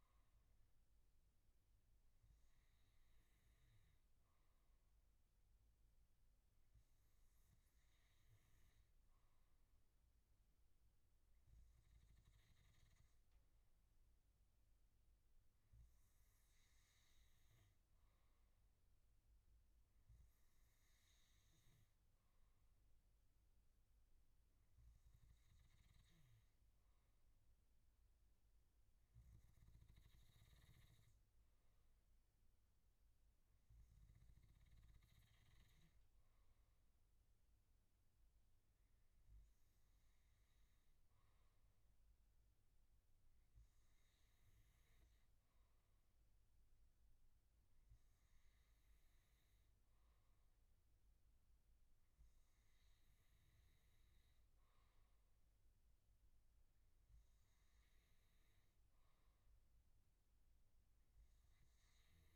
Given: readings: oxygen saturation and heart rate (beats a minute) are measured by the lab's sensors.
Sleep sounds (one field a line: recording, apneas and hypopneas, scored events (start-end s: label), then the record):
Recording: breathing in sleep, hard to hear, by a room microphone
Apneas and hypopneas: none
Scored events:
none scored
From the record:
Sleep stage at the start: N2 (light sleep)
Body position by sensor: on the back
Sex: male